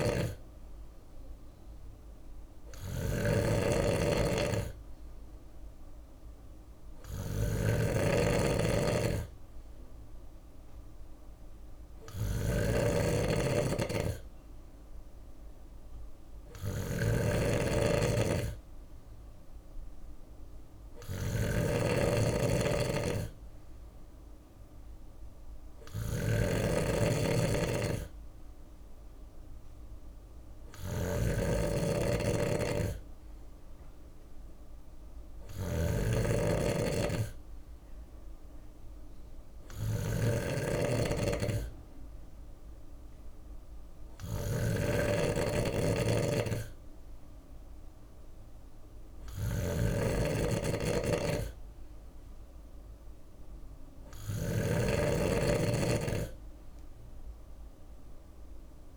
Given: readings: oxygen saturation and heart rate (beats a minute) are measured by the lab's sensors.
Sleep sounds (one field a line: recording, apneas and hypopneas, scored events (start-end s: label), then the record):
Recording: breathing in sleep by a room microphone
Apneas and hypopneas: none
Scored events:
0.00-58.97 s: snoring (device-marked)
From the record:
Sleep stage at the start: N3 (deep sleep)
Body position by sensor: on the left side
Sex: male